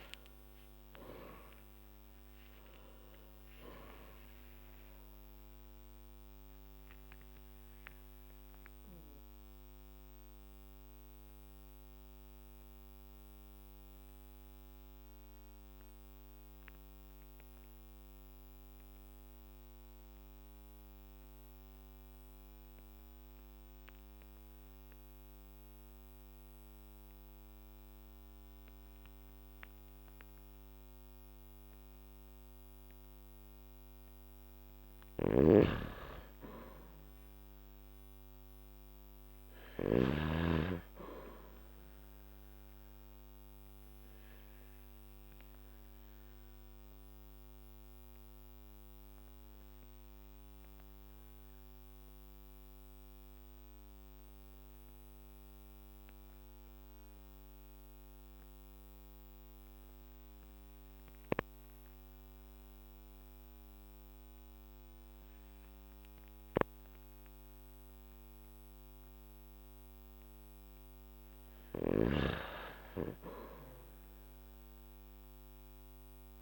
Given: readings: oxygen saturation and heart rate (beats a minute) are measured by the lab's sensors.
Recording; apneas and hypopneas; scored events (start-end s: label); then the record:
breathing in sleep by a microphone on the trachea; 2
0.00-4.00 s: arousal
6.00-33.00 s: obstructive apnea (oxygen 97% before, 90% lowest, heart rate 56 before, 46 extreme, up 7 after)
23.50-36.50 s: oxygen desaturation (device-marked, oxygen 96% before, 90% lowest, heart rate 52 before, 46 extreme)
35.00-38.50 s: arousal
35.00-40.00 s: snoring (device-marked)
43.50-70.50 s: obstructive apnea (oxygen 99% before, 91% lowest, heart rate 53 before, 46 extreme, up 9 after)
62.50-74.50 s: oxygen desaturation (device-marked, oxygen 97% before, 92% lowest, heart rate 51 before, 50 extreme)
71.50-76.41 s: snoring (device-marked)
73.50-76.41 s: arousal
From the record:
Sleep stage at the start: N2 (light sleep); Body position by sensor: on the back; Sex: male